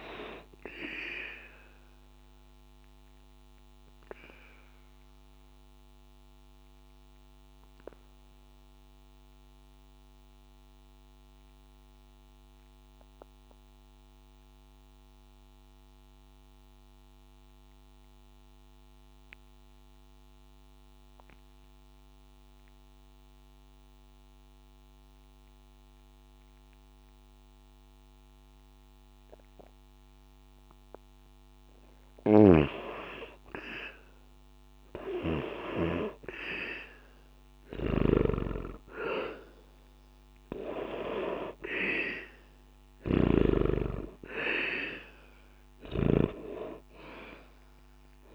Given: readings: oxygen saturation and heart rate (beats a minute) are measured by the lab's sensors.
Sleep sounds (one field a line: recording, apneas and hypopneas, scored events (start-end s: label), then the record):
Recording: breathing in sleep by a microphone on the trachea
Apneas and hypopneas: 1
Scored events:
0.00-23.00 s: oxygen desaturation (device-marked, oxygen 81% lowest, heart rate 60 extreme)
3.00-32.00 s: obstructive apnea (oxygen 97% before, 81% lowest, heart rate 61 before, 60 extreme, up 0 after)
33.50-38.00 s: arousal
38.00-48.35 s: oxygen desaturation (device-marked, oxygen 98% before, 82% lowest, heart rate 60 before, 60 extreme)
From the record:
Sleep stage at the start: N2 (light sleep)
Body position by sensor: on the back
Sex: male